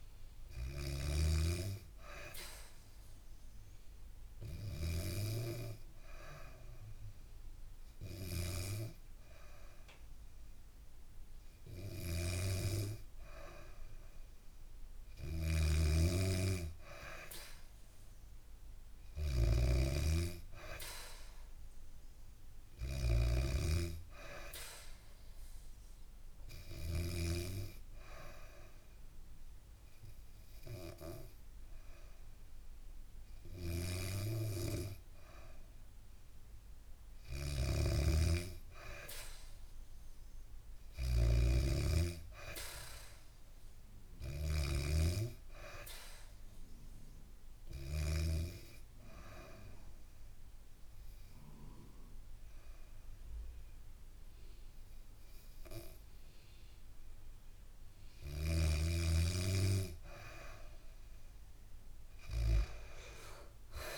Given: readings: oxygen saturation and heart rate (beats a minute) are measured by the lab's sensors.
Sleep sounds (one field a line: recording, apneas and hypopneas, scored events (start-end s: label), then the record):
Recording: breathing in sleep by a room microphone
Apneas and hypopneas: 3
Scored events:
0.00-1.00 s: snoring (device-marked)
4.50-14.50 s: hypopnea (oxygen 96% before, 91% lowest, heart rate 70 before, 69 extreme)
11.50-27.00 s: snoring (device-marked)
17.50-20.50 s: arousal
24.50-36.00 s: hypopnea (oxygen 96% before, 91% lowest, heart rate 72 before, 69 extreme, up 2 after)
37.00-48.00 s: snoring (device-marked)
38.50-41.50 s: arousal
48.00-58.50 s: obstructive apnea (oxygen 96% before, 91% lowest, heart rate 73 before, 65 extreme, up 3 after)
58.00-63.98 s: snoring (device-marked)
62.00-63.98 s: arousal
From the record:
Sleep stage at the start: N2 (light sleep)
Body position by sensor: on the back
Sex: female